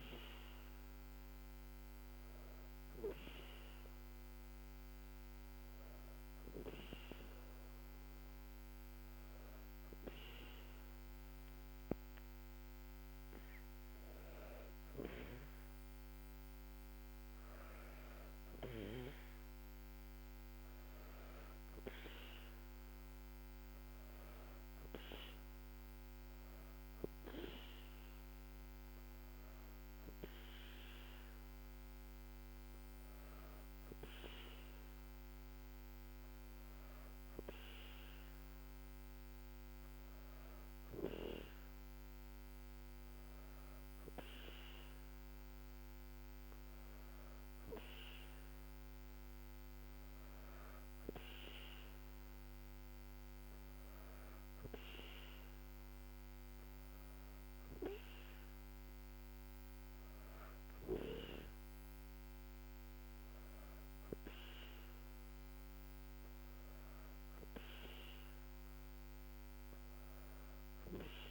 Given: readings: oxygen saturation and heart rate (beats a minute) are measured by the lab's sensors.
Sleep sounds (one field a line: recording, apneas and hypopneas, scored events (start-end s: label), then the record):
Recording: breathing in sleep by a microphone on the trachea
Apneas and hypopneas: none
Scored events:
none scored
From the record:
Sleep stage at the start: N2 (light sleep)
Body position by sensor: on the back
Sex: female